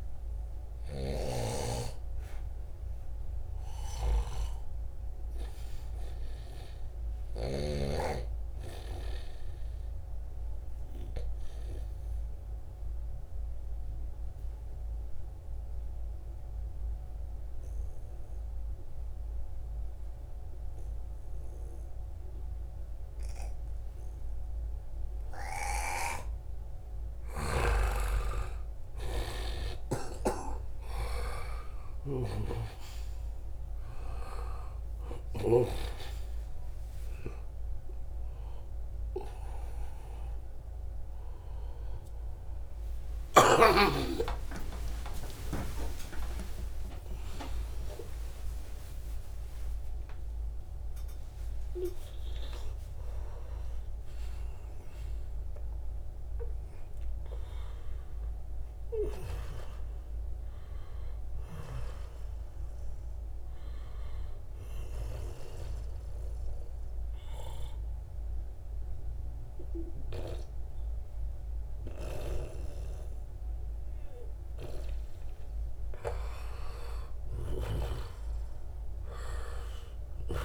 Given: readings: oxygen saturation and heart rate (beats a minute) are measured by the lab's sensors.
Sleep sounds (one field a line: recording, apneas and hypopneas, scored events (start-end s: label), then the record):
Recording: breathing in sleep by a room microphone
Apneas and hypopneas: 2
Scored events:
3.00-7.00 s: snoring (device-marked)
10.00-25.50 s: obstructive apnea (oxygen 97% before, 90% lowest, heart rate 75 before, 72 extreme, up 4 after)
26.00-50.00 s: oxygen desaturation (device-marked, oxygen 94% before, 90% lowest, heart rate 77 before, 75 extreme)
27.50-32.00 s: arousal
29.00-35.00 s: snoring (device-marked)
43.00-45.00 s: long interval between heartbeats (device-marked, heart rate 78 before, 102 extreme)
45.50-47.50 s: long interval between heartbeats (device-marked, heart rate 82 before, 142 extreme)
51.00-53.00 s: long interval between heartbeats (device-marked, heart rate 103 before, 106 extreme)
53.00-58.00 s: arousal
64.50-75.50 s: obstructive apnea (oxygen 97% before, 87% lowest, heart rate 113 before, 76 extreme, up 2 after)
77.00-80.45 s: arousal
From the record:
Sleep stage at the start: N2 (light sleep)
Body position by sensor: on the right side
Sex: male